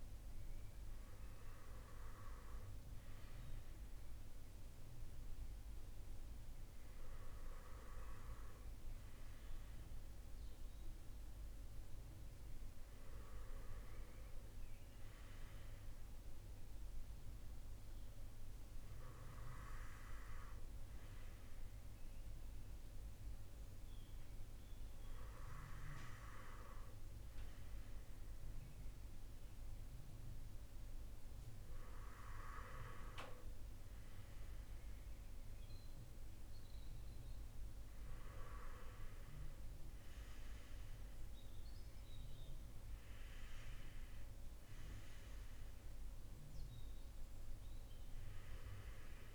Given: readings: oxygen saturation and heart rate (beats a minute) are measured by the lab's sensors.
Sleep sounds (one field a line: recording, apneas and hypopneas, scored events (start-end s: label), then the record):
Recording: breathing in sleep by a room microphone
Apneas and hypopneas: none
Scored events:
24.00-49.35 s: new sleep stage, N2 (light sleep)
39.50-44.00 s: arousal
From the record:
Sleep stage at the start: REM sleep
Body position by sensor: on the front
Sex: male